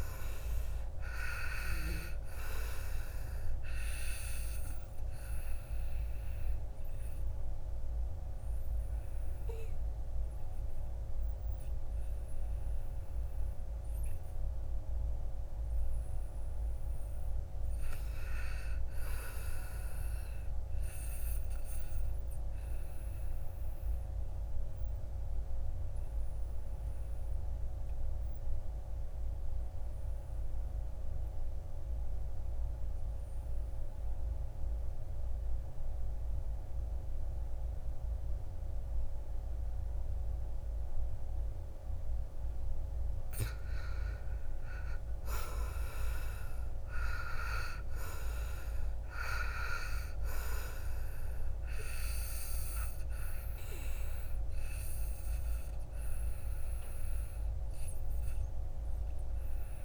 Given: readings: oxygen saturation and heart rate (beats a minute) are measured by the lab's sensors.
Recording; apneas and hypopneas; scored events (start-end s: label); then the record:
breathing in sleep by a room microphone; 1
0.00-20.00 s: oxygen desaturation (device-marked, oxygen 80% lowest, heart rate 54 extreme)
22.50-42.00 s: obstructive apnea (oxygen 99% before, 81% lowest, heart rate 60 before, 56 extreme, up 13 after)
34.00-59.85 s: oxygen desaturation (device-marked, oxygen 98% before, 81% lowest, heart rate 58 before, 56 extreme)
44.00-48.00 s: arousal
From the record:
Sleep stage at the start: N2 (light sleep); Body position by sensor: on the back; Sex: male